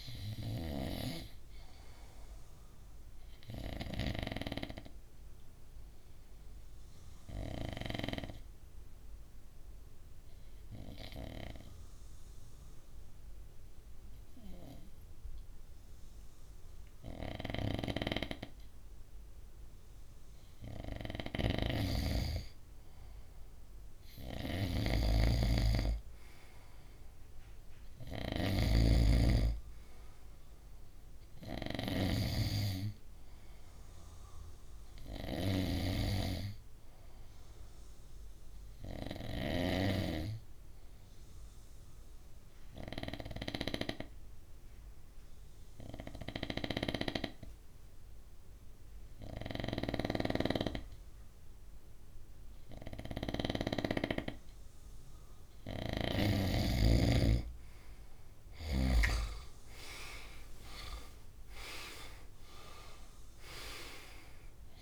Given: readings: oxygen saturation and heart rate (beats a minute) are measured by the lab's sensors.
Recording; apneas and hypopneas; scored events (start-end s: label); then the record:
breathing in sleep by a room microphone; 2
0.00-14.00 s: oxygen desaturation (device-marked, oxygen 92% lowest, heart rate 59 extreme)
3.00-20.00 s: obstructive apnea (oxygen 97% before, 92% lowest, heart rate 65 before, 59 extreme, up 2 after)
22.00-25.50 s: arousal
24.50-32.00 s: snoring (device-marked)
40.00-55.00 s: obstructive apnea (oxygen 98% before, 92% lowest, heart rate 63 before, 60 extreme, up 8 after)
49.50-56.00 s: snoring (device-marked)
57.00-64.82 s: oxygen desaturation (device-marked, oxygen 96% before, 92% lowest, heart rate 61 before, 60 extreme)
59.50-64.00 s: arousal
From the record:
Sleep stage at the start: N2 (light sleep); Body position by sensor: on the right side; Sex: male